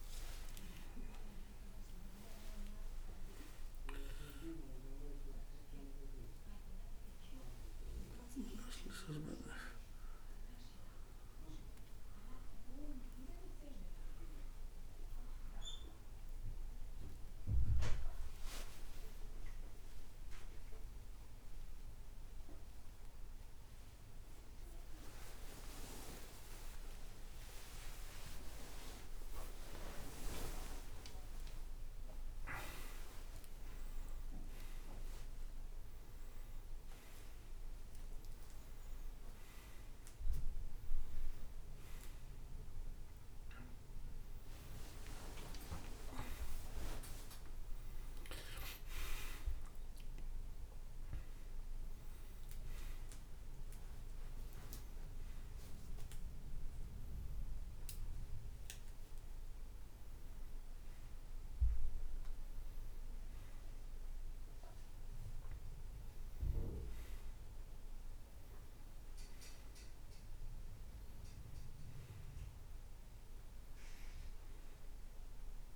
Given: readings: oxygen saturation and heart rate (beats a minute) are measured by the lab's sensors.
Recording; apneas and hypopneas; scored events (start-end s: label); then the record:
a person awake in a sleep study, by a room microphone; none
none scored
From the record:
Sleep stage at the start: awake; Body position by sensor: on the back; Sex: male